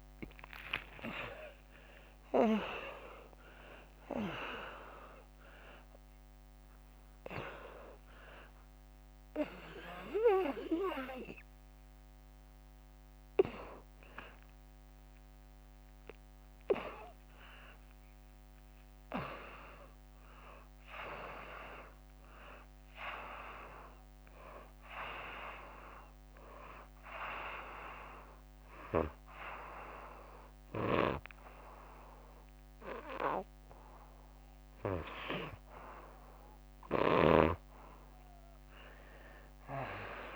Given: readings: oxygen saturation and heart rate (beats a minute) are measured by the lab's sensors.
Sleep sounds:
breathing in sleep by a microphone on the trachea; 1
0.00-4.50 s: arousal
0.00-16.50 s: oxygen desaturation (device-marked, oxygen 88% lowest, heart rate 74 extreme)
24.50-35.50 s: hypopnea (oxygen 99% before, 84% lowest, heart rate 101 before, 74 extreme)
24.50-40.36 s: oxygen desaturation (device-marked, oxygen 98% before, 89% lowest, heart rate 101 before, 74 extreme)
37.50-40.36 s: arousal
From the record:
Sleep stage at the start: N1 (lightest sleep); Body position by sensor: on the right side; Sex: female

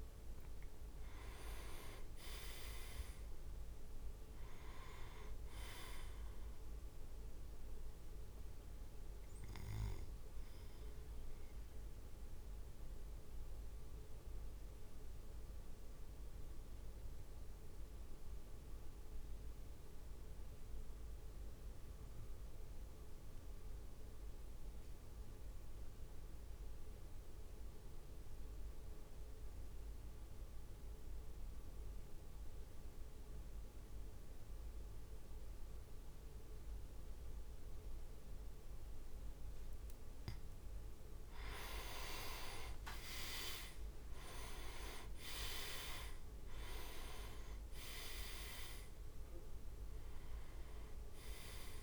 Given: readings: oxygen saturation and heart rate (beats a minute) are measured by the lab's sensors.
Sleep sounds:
breathing in sleep by a room microphone; 1
0.00-10.50 s: oxygen desaturation (device-marked, oxygen 94% lowest, heart rate 48 extreme)
0.00-12.50 s: drop in pulse transit time (device-marked, heart rate 48 extreme)
9.00-40.50 s: mixed apnea (oxygen 99% before, 92% lowest, heart rate 56 before, 50 extreme, up 5 after)
42.00-46.50 s: arousal
42.00-46.50 s: leg movement (device-marked)
44.50-51.83 s: drop in pulse transit time (device-marked, heart rate 55 before, 52 extreme)
From the record:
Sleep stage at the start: N2 (light sleep); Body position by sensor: on the back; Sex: male

